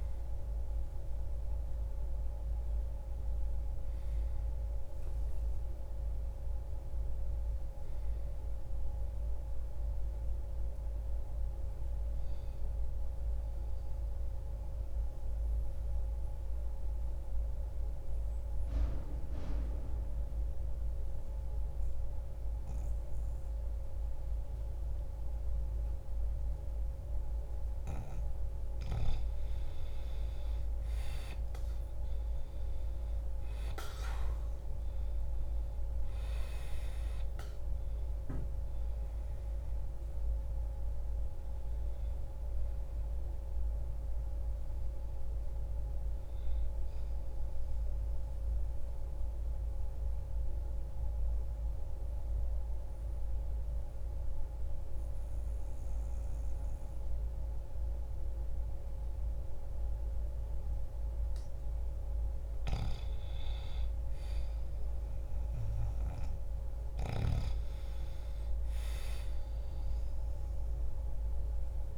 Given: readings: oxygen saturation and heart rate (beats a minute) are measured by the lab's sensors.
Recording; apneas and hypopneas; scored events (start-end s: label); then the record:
a person partly awake in a sleep study, hard to hear, by a room microphone; 2
2.00-71.98 s: new sleep stage, N2 (light sleep)
12.50-28.00 s: central apnea (oxygen 99% before, 89% lowest, heart rate 103 before, 59 extreme, up 2 after)
29.50-33.00 s: arousal
31.00-61.00 s: oxygen desaturation (device-marked, oxygen 99% before, 89% lowest, heart rate 62 before, 60 extreme)
48.00-61.50 s: mixed apnea (oxygen 100% before, 89% lowest, heart rate 61 before, 60 extreme, up 1 after)
63.00-67.50 s: arousal
From the record:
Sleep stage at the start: awake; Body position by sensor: on the back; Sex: male